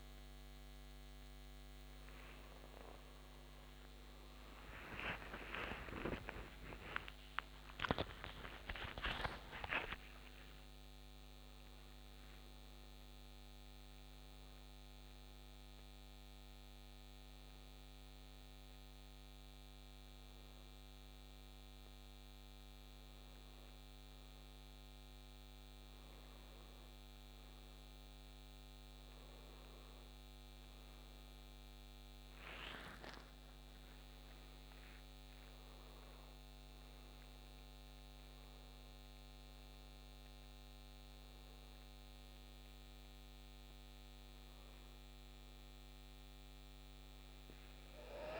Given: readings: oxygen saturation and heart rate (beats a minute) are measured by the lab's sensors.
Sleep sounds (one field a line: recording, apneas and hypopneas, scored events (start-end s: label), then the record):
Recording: a person awake in a sleep study, by a microphone on the trachea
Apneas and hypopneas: none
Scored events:
28.50-47.50 s: oxygen desaturation (device-marked, oxygen 94% before, 89% lowest, heart rate 94 before, 71 extreme)
43.50-48.40 s: new sleep stage, N1 (lightest sleep)
From the record:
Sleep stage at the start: awake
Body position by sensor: on the back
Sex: male